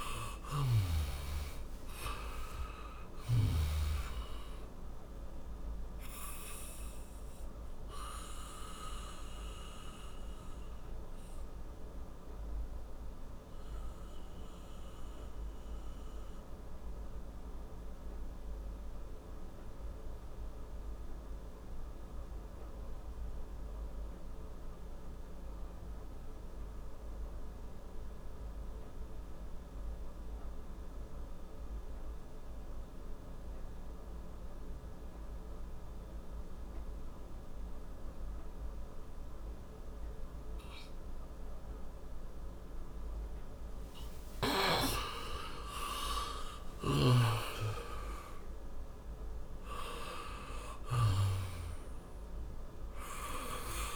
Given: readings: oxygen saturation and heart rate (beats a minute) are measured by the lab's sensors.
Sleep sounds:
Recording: breathing in sleep by a room microphone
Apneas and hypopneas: 1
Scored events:
0.00-2.00 s: arousal
2.50-28.50 s: oxygen desaturation (device-marked, oxygen 97% before, 89% lowest, heart rate 69 before, 54 extreme)
8.00-43.50 s: obstructive apnea (oxygen 98% before, 88% lowest, heart rate 74 before, 54 extreme, up 12 after)
45.00-49.50 s: arousal
From the record:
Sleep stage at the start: N2 (light sleep)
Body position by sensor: on the back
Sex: male

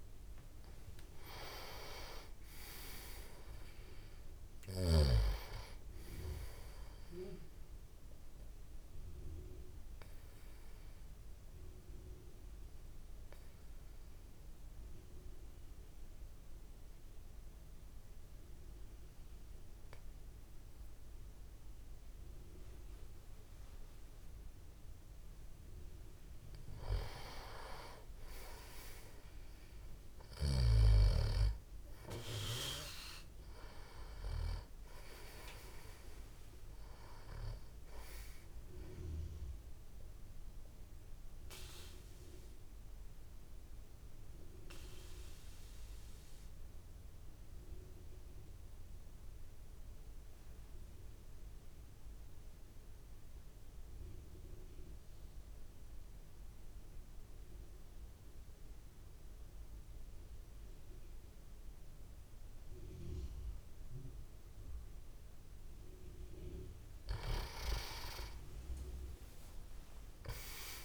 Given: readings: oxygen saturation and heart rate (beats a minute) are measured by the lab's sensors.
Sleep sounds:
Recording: breathing in sleep by a room microphone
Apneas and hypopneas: 2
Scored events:
0.50-4.50 s: arousal
5.00-26.00 s: oxygen desaturation (device-marked, oxygen 98% before, 92% lowest)
8.50-26.00 s: obstructive apnea (oxygen 98% before, 92% lowest)
27.50-31.50 s: arousal
37.00-57.00 s: oxygen desaturation (device-marked, oxygen 97% before, 93% lowest)
40.00-65.50 s: obstructive apnea (oxygen 97% before, 90% lowest)
67.00-70.85 s: snoring (device-marked)
67.50-70.85 s: arousal
68.00-70.85 s: tachycardia (device-marked, heart rate 41 before, 102 extreme)
From the record:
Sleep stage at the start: N2 (light sleep)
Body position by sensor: on the back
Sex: male

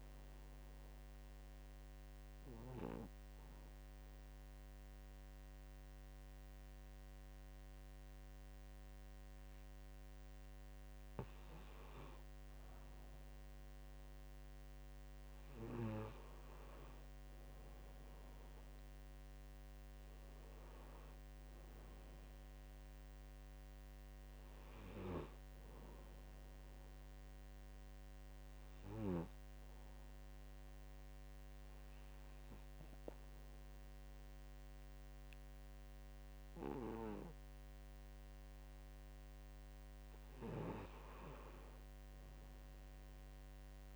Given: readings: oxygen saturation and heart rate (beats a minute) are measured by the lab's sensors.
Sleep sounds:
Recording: breathing in sleep by a microphone on the trachea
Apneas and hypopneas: 2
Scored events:
0.00-9.50 s: oxygen desaturation (device-marked, oxygen 91% lowest, heart rate 65 extreme)
1.00-11.50 s: obstructive apnea (oxygen 96% before, 91% lowest, heart rate 66 before, 65 extreme, up 0 after)
12.50-16.50 s: arousal
27.50-39.50 s: obstructive apnea (oxygen 98% before, 93% lowest, heart rate 66 before, 65 extreme, up 1 after)
41.50-43.96 s: arousal
From the record:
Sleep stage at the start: N2 (light sleep)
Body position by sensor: on the right side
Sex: male

